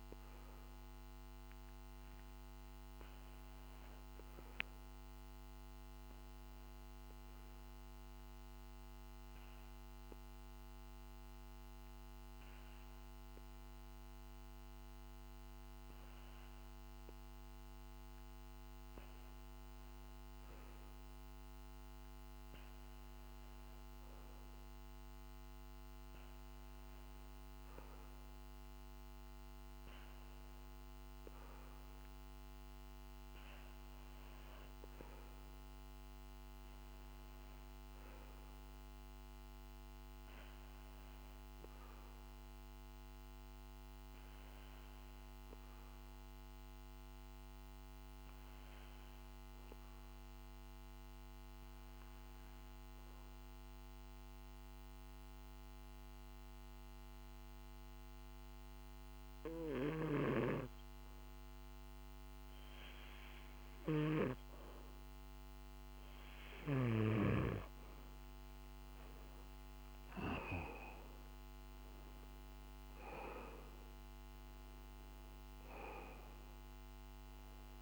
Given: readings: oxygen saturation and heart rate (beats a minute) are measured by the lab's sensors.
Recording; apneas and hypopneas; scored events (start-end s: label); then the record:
breathing in sleep by a microphone on the trachea; 2
7.50-19.50 s: hypopnea (oxygen 96% before, 93% lowest, heart rate 53 before, 49 extreme, up 4 after)
22.00-26.50 s: arousal
47.00-61.00 s: hypopnea (oxygen 99% before, 93% lowest, heart rate 50 before, 49 extreme, up 6 after)
58.50-77.82 s: oxygen desaturation (device-marked, oxygen 96% before, 93% lowest, heart rate 50 before, 38 extreme)
72.50-77.82 s: new sleep stage, awake
From the record:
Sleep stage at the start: N2 (light sleep); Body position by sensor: on the back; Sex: male